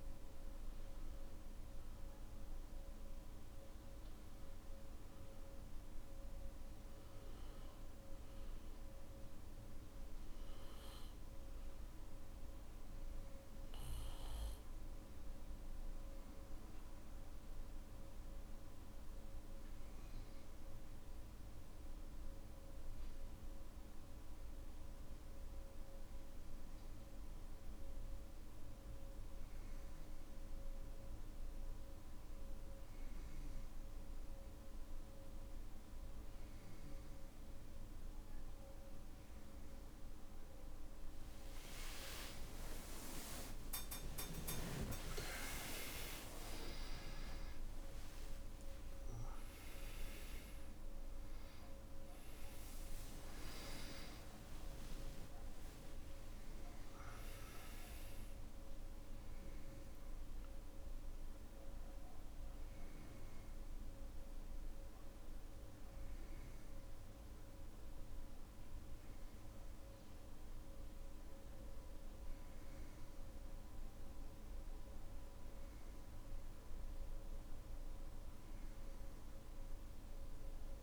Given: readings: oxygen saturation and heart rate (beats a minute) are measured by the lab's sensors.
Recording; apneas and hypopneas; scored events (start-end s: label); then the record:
breathing in sleep, hard to hear, by a room microphone; 1
18.00-37.00 s: hypopnea (oxygen 97% before, 94% lowest, heart rate 59 before, 54 extreme, up 25 after)
44.00-46.00 s: long interval between heartbeats (device-marked, heart rate 57 before, 79 extreme)
46.00-48.00 s: long interval between heartbeats (device-marked, heart rate 60 before, 114 extreme)
51.00-59.00 s: oxygen desaturation (device-marked, oxygen 97% before, 94% lowest, heart rate 75 before, 56 extreme)
52.50-54.50 s: long interval between heartbeats (device-marked, heart rate 77 before, 86 extreme)
54.50-56.50 s: long interval between heartbeats (device-marked, heart rate 80 before, 98 extreme)
From the record:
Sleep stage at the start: N3 (deep sleep); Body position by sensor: on the back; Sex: male